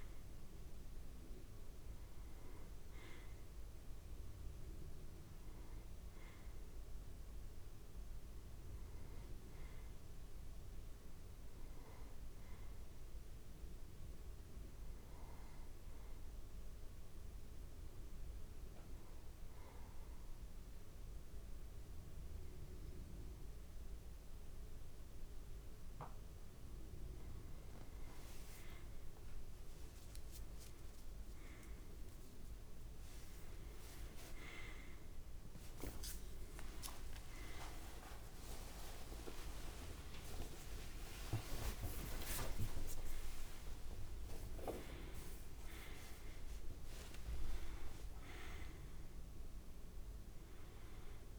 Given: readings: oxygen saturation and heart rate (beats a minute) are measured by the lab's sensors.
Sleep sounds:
a person awake in a sleep study, by a room microphone; 1
12.00-26.50 s: hypopnea (oxygen 96% before, 92% lowest)
17.00-51.39 s: new sleep stage, awake
From the record:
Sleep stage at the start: N2 (light sleep); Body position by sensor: on the right side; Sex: male

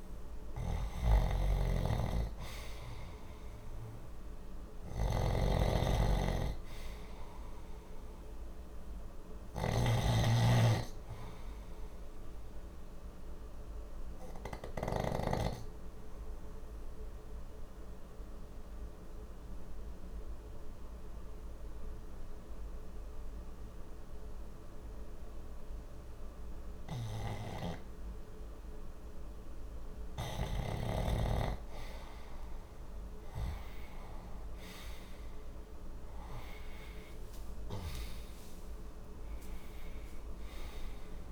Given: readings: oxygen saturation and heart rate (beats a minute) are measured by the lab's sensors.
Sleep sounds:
breathing in sleep by a room microphone; 1
0.00-1.00 s: arousal
0.00-14.50 s: snoring (device-marked)
4.50-30.50 s: oxygen desaturation (device-marked, oxygen 94% before, 86% lowest, heart rate 62 before, 59 extreme)
12.50-28.50 s: obstructive apnea (oxygen 94% before, 86% lowest, heart rate 62 before, 59 extreme, up 1 after)
32.00-35.50 s: arousal
From the record:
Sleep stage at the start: N2 (light sleep); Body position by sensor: on the left side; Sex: male

